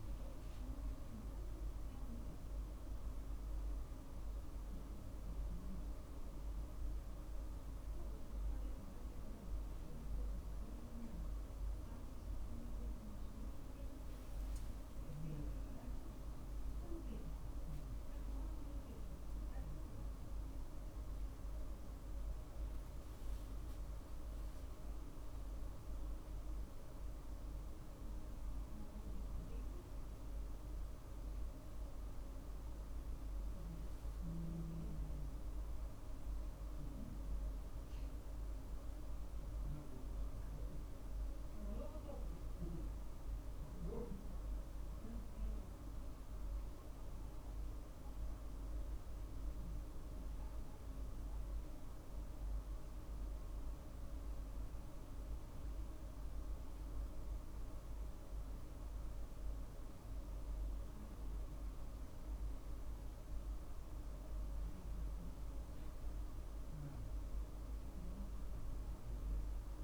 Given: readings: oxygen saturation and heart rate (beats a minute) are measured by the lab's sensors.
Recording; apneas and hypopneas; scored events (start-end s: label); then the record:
a person awake in a sleep study, hard to hear, by a room microphone; none
none scored
From the record:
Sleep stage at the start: awake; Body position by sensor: on the right side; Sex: male